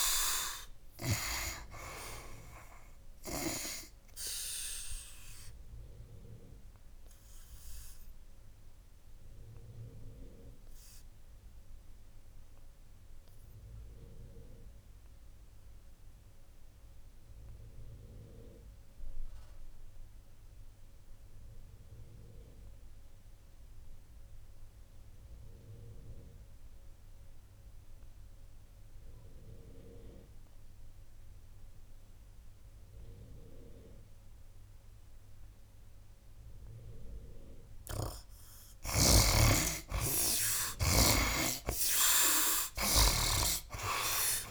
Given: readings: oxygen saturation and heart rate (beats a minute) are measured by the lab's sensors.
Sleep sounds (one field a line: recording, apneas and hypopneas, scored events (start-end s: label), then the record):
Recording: breathing in sleep by a room microphone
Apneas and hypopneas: 1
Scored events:
0.00-3.50 s: snoring (device-marked)
0.00-17.50 s: oxygen desaturation (device-marked, oxygen 51% lowest, heart rate 71 extreme)
4.50-37.50 s: obstructive apnea (oxygen 85% before, 51% lowest, heart rate 85 before, 72 extreme, up 18 after)
27.50-44.50 s: oxygen desaturation (device-marked, oxygen 96% before, 55% lowest, heart rate 76 before, 71 extreme)
37.50-41.00 s: snoring (device-marked)
40.00-44.50 s: arousal
43.00-44.50 s: snoring (device-marked)
From the record:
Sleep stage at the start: REM sleep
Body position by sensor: on the right side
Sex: male